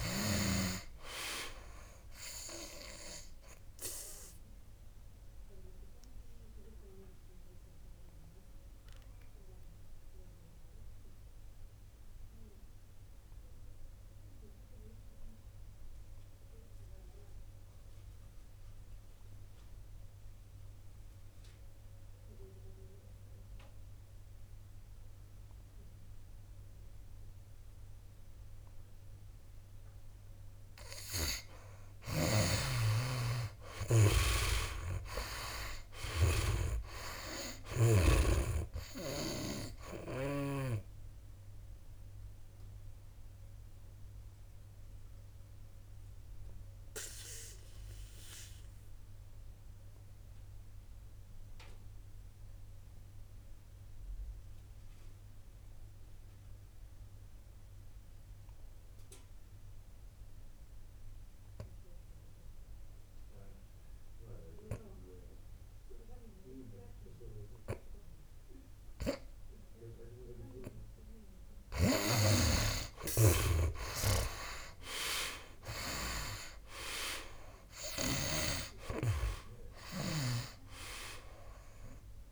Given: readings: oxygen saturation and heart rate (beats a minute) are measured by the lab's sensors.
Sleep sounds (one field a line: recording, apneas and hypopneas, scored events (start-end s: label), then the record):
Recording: breathing in sleep by a room microphone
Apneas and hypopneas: 2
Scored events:
0.00-1.00 s: snoring (device-marked)
0.00-27.50 s: oxygen desaturation (device-marked, oxygen 79% lowest, heart rate 64 extreme)
4.00-31.00 s: obstructive apnea (oxygen 98% before, 79% lowest, heart rate 67 before, 64 extreme, up 9 after)
32.50-41.00 s: snoring (device-marked)
34.00-37.50 s: arousal
38.50-69.50 s: oxygen desaturation (device-marked, oxygen 96% before, 79% lowest, heart rate 68 before, 63 extreme)
41.50-72.00 s: obstructive apnea (oxygen 96% before, 76% lowest, heart rate 70 before, 63 extreme, up 14 after)
74.00-78.50 s: arousal
From the record:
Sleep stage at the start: N2 (light sleep)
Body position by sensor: on the back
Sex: male